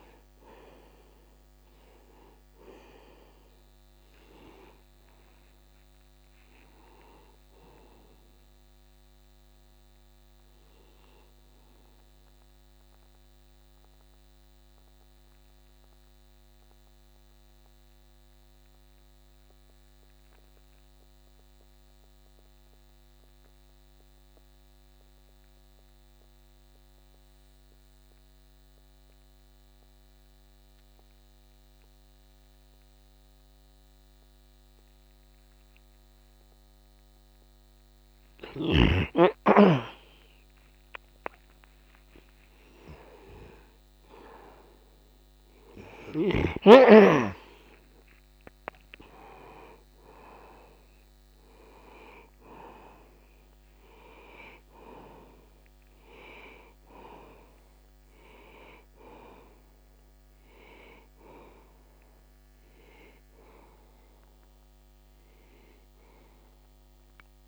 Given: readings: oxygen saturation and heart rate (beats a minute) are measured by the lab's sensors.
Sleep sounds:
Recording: breathing in sleep by a microphone on the trachea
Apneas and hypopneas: 1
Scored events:
0.00-26.00 s: oxygen desaturation (device-marked, oxygen 83% lowest, heart rate 30 extreme)
14.00-39.50 s: obstructive apnea (oxygen 93% before, 83% lowest, heart rate 61 before, 63 extreme, up 26 after)
40.50-46.00 s: arousal
45.00-67.48 s: oxygen desaturation (device-marked, oxygen 97% before, 85% lowest, heart rate 73 before, 62 extreme)
From the record:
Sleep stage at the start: N2 (light sleep)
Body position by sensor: on the back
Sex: male

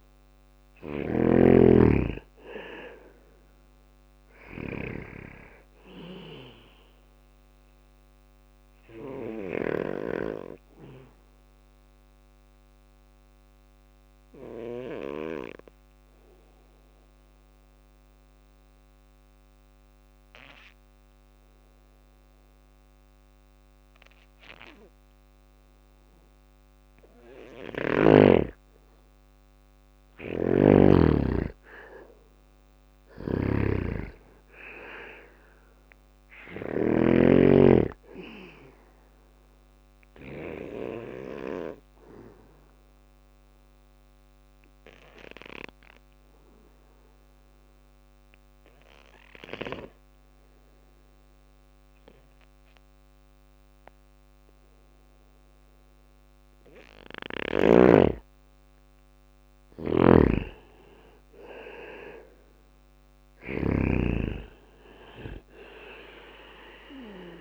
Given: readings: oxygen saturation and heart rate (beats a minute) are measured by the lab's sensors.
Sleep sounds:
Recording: breathing in sleep by a microphone on the trachea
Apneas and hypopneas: 2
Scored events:
0.00-9.00 s: snoring (device-marked)
1.00-18.00 s: oxygen desaturation (device-marked, oxygen 99% before, 94% lowest, heart rate 61 before, 58 extreme)
7.00-15.00 s: bradycardia (device-marked, heart rate 61 before, 58 extreme)
8.00-25.50 s: obstructive apnea (oxygen 99% before, 92% lowest, heart rate 61 before, 58 extreme, up 2 after)
28.00-31.50 s: arousal
29.00-39.50 s: snoring (device-marked)
36.00-52.00 s: oxygen desaturation (device-marked, oxygen 98% before, 92% lowest, heart rate 61 before, 58 extreme)
40.00-45.00 s: bradycardia (device-marked, heart rate 61 before, 59 extreme)
40.50-56.00 s: obstructive apnea (oxygen 98% before, 92% lowest, heart rate 61 before, 58 extreme, up 2 after)
58.00-62.50 s: arousal
58.50-62.50 s: snoring (device-marked)
63.00-67.41 s: drop in pulse transit time (device-marked, heart rate 60 before, 58 extreme)
From the record:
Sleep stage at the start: N2 (light sleep)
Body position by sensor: on the back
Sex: male

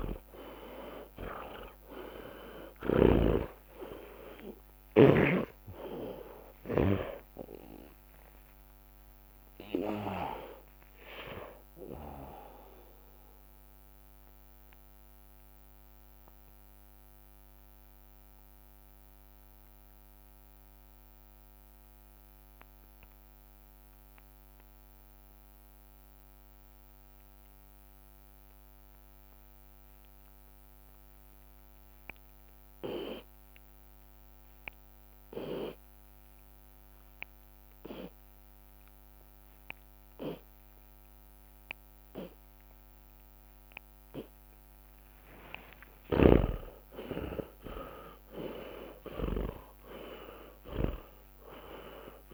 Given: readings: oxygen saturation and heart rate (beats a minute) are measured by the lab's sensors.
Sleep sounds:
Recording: breathing in sleep by a microphone on the trachea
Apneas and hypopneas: 1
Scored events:
0.00-2.50 s: arousal
0.00-3.00 s: snoring (device-marked)
0.00-4.50 s: drop in pulse transit time (device-marked)
0.00-9.50 s: tachycardia (device-marked, heart rate 144 extreme)
2.00-4.00 s: long interval between heartbeats (device-marked, heart rate 47 before, 127 extreme)
5.50-7.50 s: long interval between heartbeats (device-marked, heart rate 68 before, 109 extreme)
7.50-9.50 s: long interval between heartbeats (device-marked, heart rate 75 before, 114 extreme)
10.50-12.50 s: long interval between heartbeats (device-marked, heart rate 89 before, 117 extreme)
12.50-14.50 s: long interval between heartbeats (device-marked, heart rate 99 before, 93 extreme)
13.00-46.00 s: mixed apnea (oxygen 97% before, 77% lowest)
27.50-38.50 s: oxygen desaturation (device-marked, oxygen 95% before, 85% lowest)
35.00-37.00 s: long interval between heartbeats (device-marked)
46.00-49.50 s: snoring (device-marked)
46.50-52.34 s: tachycardia (device-marked, heart rate 65 before, 147 extreme)
47.00-52.34 s: arousal
48.50-50.50 s: long interval between heartbeats (device-marked)
50.50-52.34 s: long interval between heartbeats (device-marked, heart rate 34 before, 129 extreme)
From the record:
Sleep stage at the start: N2 (light sleep)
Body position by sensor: on the left side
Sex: male

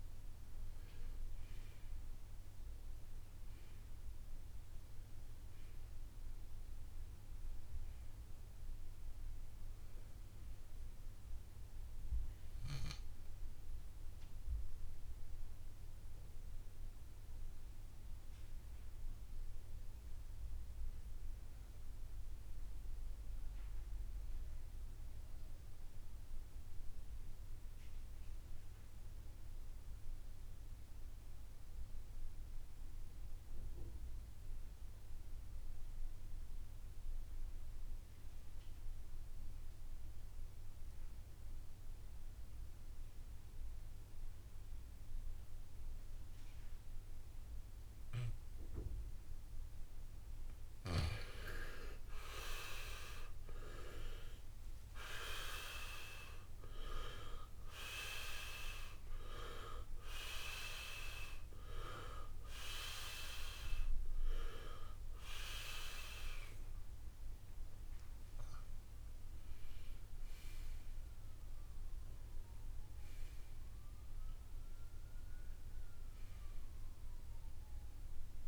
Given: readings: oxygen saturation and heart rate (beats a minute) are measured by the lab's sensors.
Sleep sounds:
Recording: breathing in sleep by a room microphone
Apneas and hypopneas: 1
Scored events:
0.00-27.50 s: oxygen desaturation (device-marked, oxygen 79% lowest, heart rate 49 extreme)
13.00-50.00 s: obstructive apnea (oxygen 94% before, 79% lowest, heart rate 85 before, 55 extreme, up 17 after)
47.50-78.48 s: oxygen desaturation (device-marked, oxygen 97% before, 80% lowest, heart rate 64 before, 59 extreme)
54.50-60.00 s: arousal
54.50-78.48 s: new sleep stage, N1 (lightest sleep)
From the record:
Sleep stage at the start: N2 (light sleep)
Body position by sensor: on the right side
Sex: male

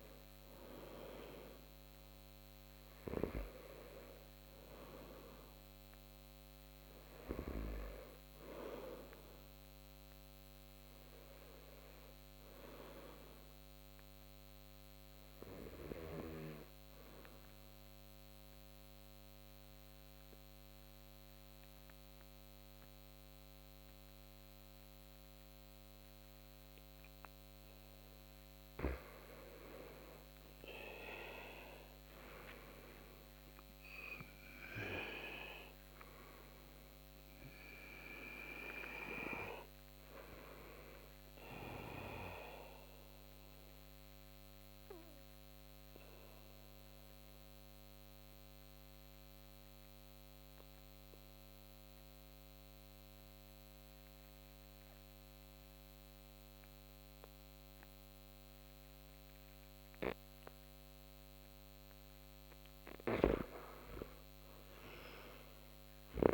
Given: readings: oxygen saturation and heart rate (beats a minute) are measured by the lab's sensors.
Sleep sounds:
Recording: breathing in sleep by a microphone on the trachea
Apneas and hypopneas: 2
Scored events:
0.00-5.00 s: arousal
12.50-27.00 s: obstructive apnea (oxygen 99% before, 88% lowest)
29.00-34.00 s: arousal
33.00-58.00 s: oxygen desaturation (device-marked, oxygen 95% before, 88% lowest)
42.00-61.50 s: obstructive apnea (oxygen 95% before, 88% lowest)
64.00-66.33 s: arousal
From the record:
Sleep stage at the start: N2 (light sleep)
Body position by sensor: on the back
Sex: male

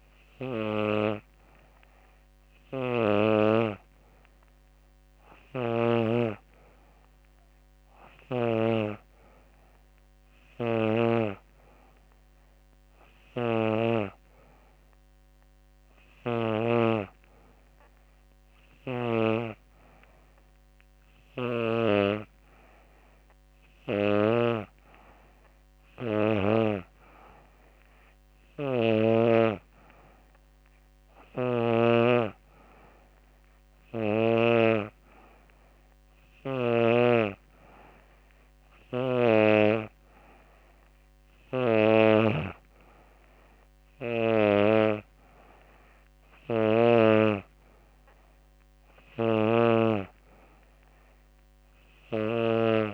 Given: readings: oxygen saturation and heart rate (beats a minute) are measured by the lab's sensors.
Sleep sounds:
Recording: breathing in sleep by a microphone on the trachea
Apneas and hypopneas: none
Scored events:
30.50-36.00 s: snoring (device-marked)
From the record:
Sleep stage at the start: N2 (light sleep)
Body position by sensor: on the back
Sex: female

